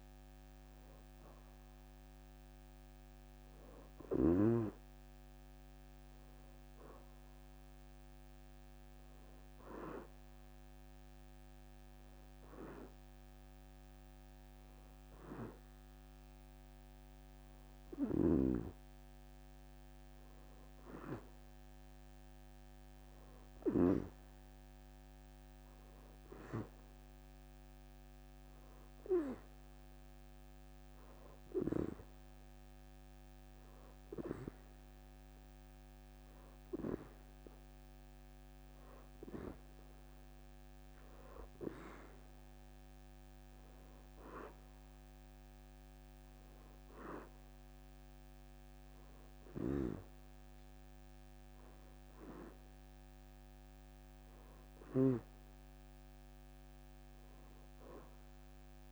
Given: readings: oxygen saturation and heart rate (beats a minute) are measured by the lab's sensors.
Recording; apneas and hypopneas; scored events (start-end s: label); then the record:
breathing in sleep by a microphone on the trachea; none
19.00-24.00 s: leg movement (device-marked)
43.00-47.50 s: arousal
45.50-47.50 s: leg movement (device-marked)
51.50-56.00 s: leg movement (device-marked)
56.50-58.92 s: leg movement (device-marked)
From the record:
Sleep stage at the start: N2 (light sleep); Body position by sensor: on the back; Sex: female